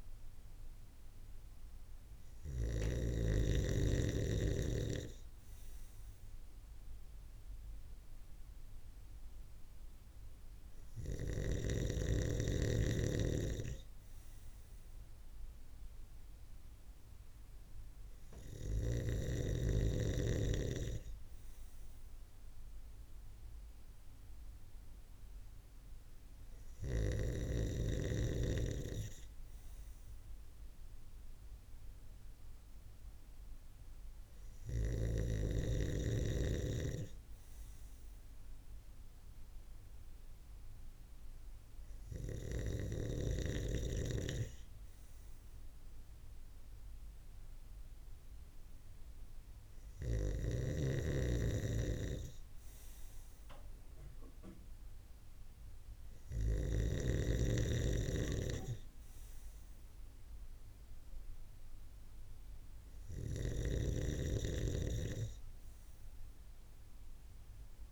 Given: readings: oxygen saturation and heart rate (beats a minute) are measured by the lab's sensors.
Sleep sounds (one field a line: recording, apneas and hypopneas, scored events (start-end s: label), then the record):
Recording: breathing in sleep by a room microphone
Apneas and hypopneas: none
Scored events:
62.50-67.92 s: snoring (device-marked)
From the record:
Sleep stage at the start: N2 (light sleep)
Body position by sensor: on the right side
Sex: male